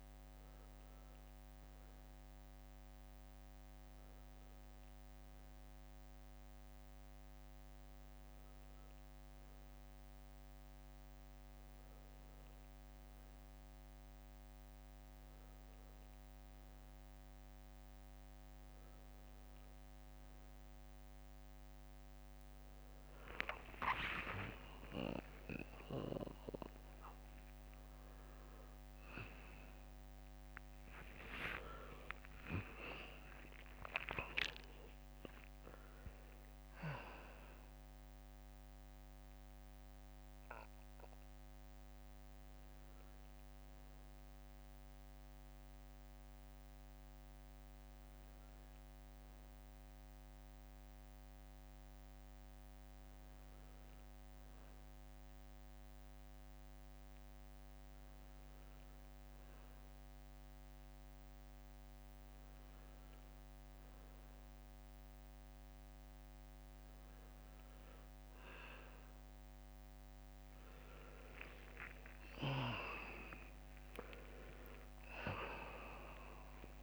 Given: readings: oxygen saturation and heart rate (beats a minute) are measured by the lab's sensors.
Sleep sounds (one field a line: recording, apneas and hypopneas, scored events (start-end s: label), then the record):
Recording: a person awake in a sleep study, by a microphone on the trachea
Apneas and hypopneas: none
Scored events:
none scored
From the record:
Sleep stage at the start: awake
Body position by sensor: on the back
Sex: male